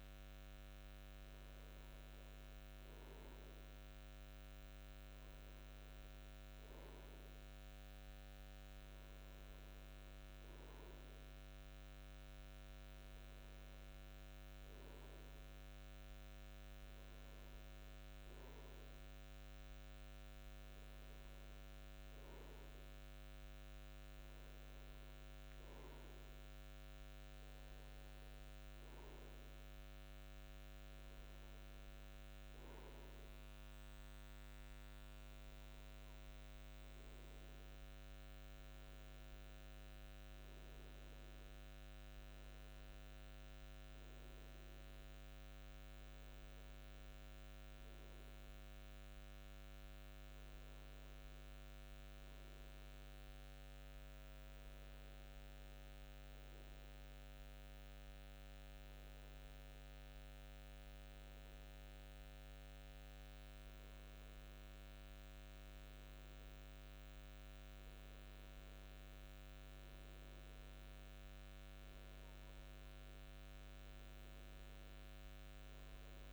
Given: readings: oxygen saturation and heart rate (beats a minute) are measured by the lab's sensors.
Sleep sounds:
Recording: breathing in sleep, hard to hear, by a microphone on the trachea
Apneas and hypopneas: none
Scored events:
none scored
From the record:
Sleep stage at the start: N2 (light sleep)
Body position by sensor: on the front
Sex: male

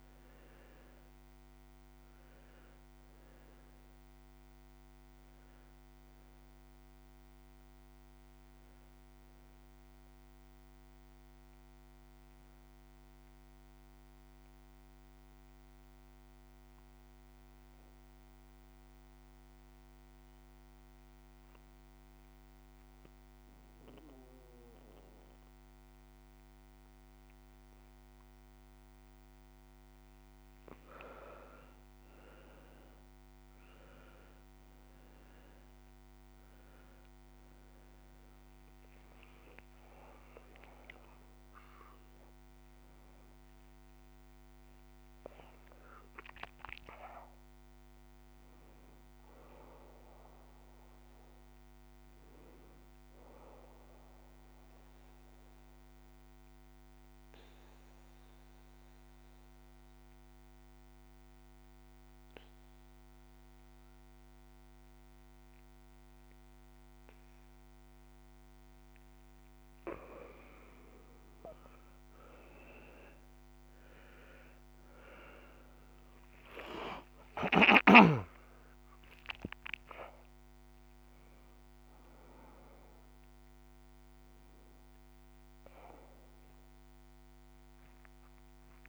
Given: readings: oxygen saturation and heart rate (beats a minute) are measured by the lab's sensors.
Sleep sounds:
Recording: breathing in sleep by a microphone on the trachea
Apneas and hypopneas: 2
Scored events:
0.00-20.50 s: oxygen desaturation (device-marked, oxygen 87% lowest)
12.50-29.50 s: obstructive apnea (oxygen 97% before, 87% lowest)
35.50-53.50 s: oxygen desaturation (device-marked, oxygen 99% before, 88% lowest)
37.50-44.00 s: arousal
54.00-69.00 s: obstructive apnea (oxygen 99% before, 88% lowest)
67.50-88.89 s: oxygen desaturation (device-marked, oxygen 99% before, 88% lowest)
73.50-78.50 s: arousal
From the record:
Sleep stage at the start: N2 (light sleep)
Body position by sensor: on the right side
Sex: male

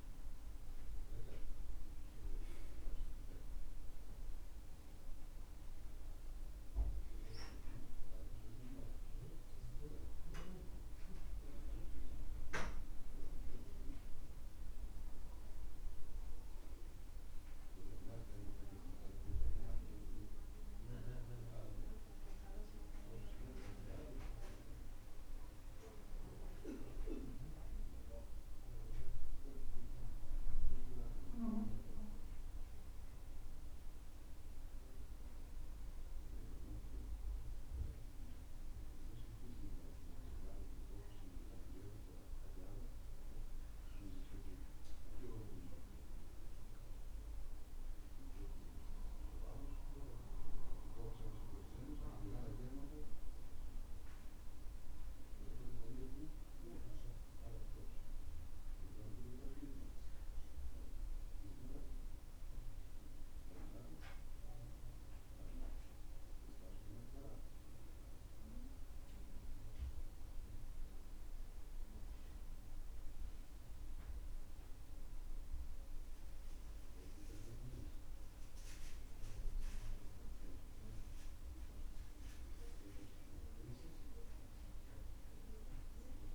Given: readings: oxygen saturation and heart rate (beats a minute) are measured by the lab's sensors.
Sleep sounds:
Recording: breathing in sleep by a room microphone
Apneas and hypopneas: 1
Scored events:
0.00-23.50 s: oxygen desaturation (device-marked, oxygen 86% lowest, heart rate 62 extreme)
41.50-45.50 s: arousal
69.50-81.50 s: hypopnea (oxygen 99% before, 90% lowest, heart rate 66 before, 66 extreme, up 4 after)
80.50-86.35 s: oxygen desaturation (device-marked, oxygen 97% before, 95% lowest, heart rate 67 before, 67 extreme)
83.50-86.35 s: arousal
From the record:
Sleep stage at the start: N2 (light sleep)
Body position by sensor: on the back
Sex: male

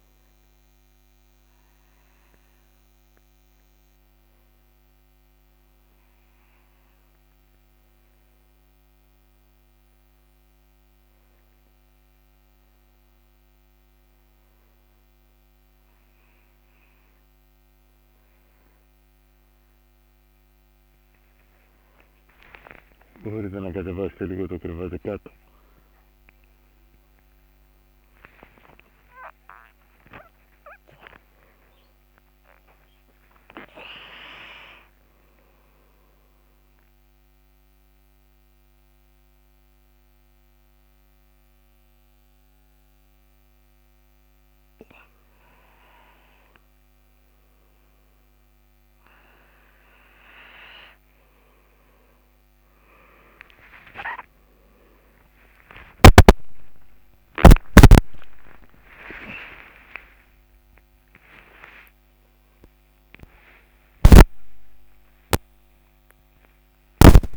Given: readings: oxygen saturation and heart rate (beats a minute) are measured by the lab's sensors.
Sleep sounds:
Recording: a person partly awake in a sleep study, by a microphone on the trachea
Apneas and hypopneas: none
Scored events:
1.00-61.00 s: new sleep stage, N1 (lightest sleep)
24.00-28.50 s: arousal
25.00-42.00 s: oxygen desaturation (device-marked, oxygen 97% before, 94% lowest, heart rate 72 before, 66 extreme)
61.00-67.37 s: new sleep stage, awake
From the record:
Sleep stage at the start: awake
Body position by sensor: on the right side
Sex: male

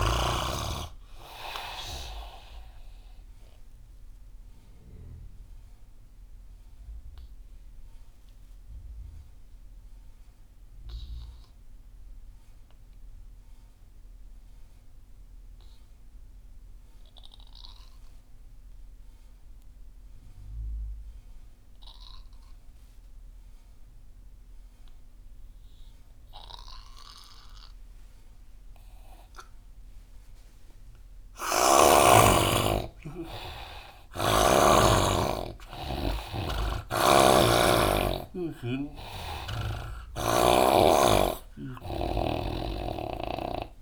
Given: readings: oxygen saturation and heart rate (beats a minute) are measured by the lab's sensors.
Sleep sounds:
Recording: breathing in sleep by a room microphone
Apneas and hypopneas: 1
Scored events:
0.00-16.00 s: oxygen desaturation (device-marked, oxygen 85% lowest)
5.50-31.50 s: obstructive apnea (oxygen 98% before, 84% lowest)
30.00-43.82 s: oxygen desaturation (device-marked, oxygen 99% before, 85% lowest)
31.50-35.00 s: snoring (device-marked)
33.00-36.50 s: arousal
From the record:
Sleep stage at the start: N2 (light sleep)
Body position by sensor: on the right side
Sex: male

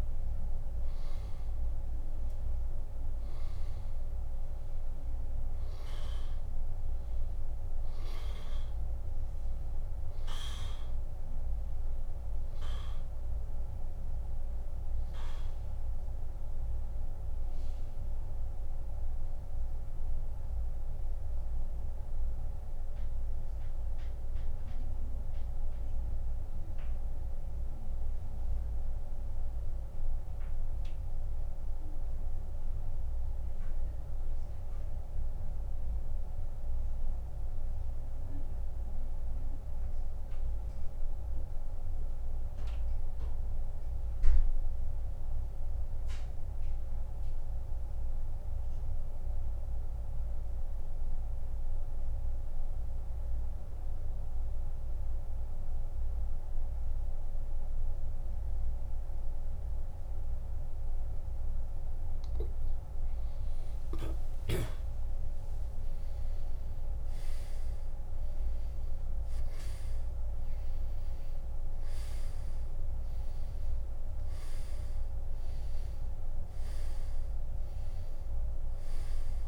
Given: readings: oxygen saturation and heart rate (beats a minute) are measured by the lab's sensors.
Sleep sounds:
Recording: breathing in sleep, hard to hear, by a room microphone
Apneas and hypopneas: 1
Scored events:
11.50-32.50 s: oxygen desaturation (device-marked, oxygen 98% before, 92% lowest, heart rate 93 before, 58 extreme)
21.50-61.50 s: mixed apnea (oxygen 98% before, 82% lowest, heart rate 86 before, 58 extreme, up 17 after)
37.50-51.50 s: oxygen desaturation (device-marked, oxygen 93% before, 87% lowest, heart rate 71 before, 69 extreme)
65.00-69.00 s: arousal
66.50-79.48 s: oxygen desaturation (device-marked, oxygen 97% before, 91% lowest, heart rate 82 before, 69 extreme)
78.50-79.48 s: new sleep stage, N1 (lightest sleep)
From the record:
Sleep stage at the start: N2 (light sleep)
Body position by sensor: on the back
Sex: male

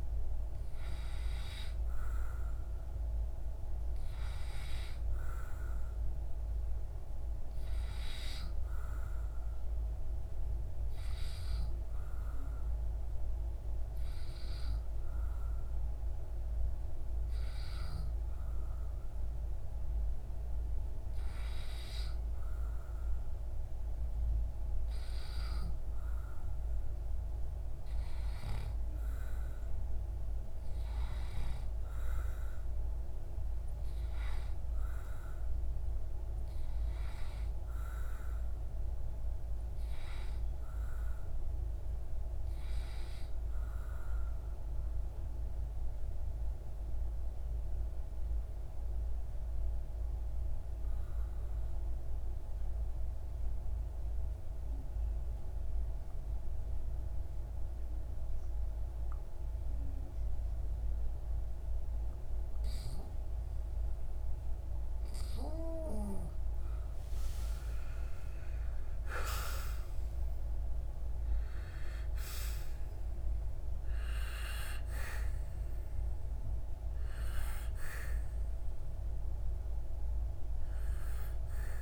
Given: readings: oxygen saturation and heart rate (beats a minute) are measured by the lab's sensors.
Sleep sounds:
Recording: breathing in sleep by a room microphone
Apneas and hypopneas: 2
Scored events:
8.50-19.50 s: hypopnea (oxygen 96% before, 89% lowest)
22.50-26.00 s: arousal
43.50-65.00 s: obstructive apnea (oxygen 94% before, 89% lowest)
63.50-81.81 s: oxygen desaturation (device-marked, oxygen 95% before, 89% lowest)
65.50-70.50 s: arousal
From the record:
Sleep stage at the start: N2 (light sleep)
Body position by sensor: on the back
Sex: male

